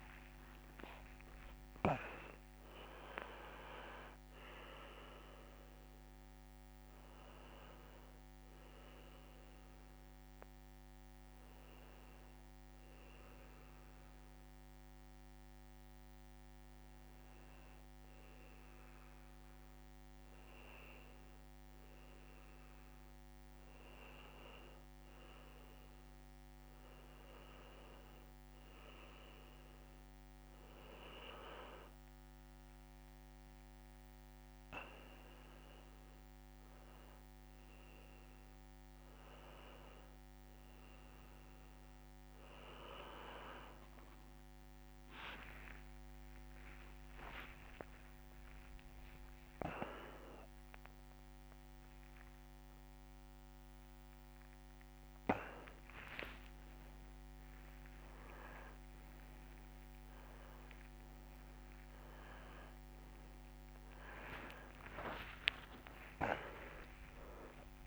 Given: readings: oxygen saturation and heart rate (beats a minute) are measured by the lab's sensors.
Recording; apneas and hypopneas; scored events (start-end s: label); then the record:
a person awake in a sleep study, by a microphone on the trachea; 1
0.00-1.50 s: long interval between heartbeats (device-marked)
0.00-2.50 s: arousal
11.00-22.50 s: hypopnea (oxygen 96% before, 93% lowest)
28.50-67.87 s: new sleep stage, awake
29.50-43.50 s: oxygen desaturation (device-marked, oxygen 96% before, 93% lowest)
44.00-46.00 s: long interval between heartbeats (device-marked, heart rate 45 before, 211 extreme)
48.50-50.50 s: long interval between heartbeats (device-marked, heart rate 39 before, 138 extreme)
51.00-53.00 s: long interval between heartbeats (device-marked, heart rate 53 before, 141 extreme)
56.00-58.00 s: long interval between heartbeats (device-marked, heart rate 91 before, 138 extreme)
58.00-60.00 s: long interval between heartbeats (device-marked, heart rate 105 before, 156 extreme)
63.00-65.00 s: long interval between heartbeats (device-marked, heart rate 148 before, 177 extreme)
65.00-67.00 s: long interval between heartbeats (device-marked, heart rate 157 before, 173 extreme)
From the record:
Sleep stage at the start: N1 (lightest sleep); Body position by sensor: on the back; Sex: male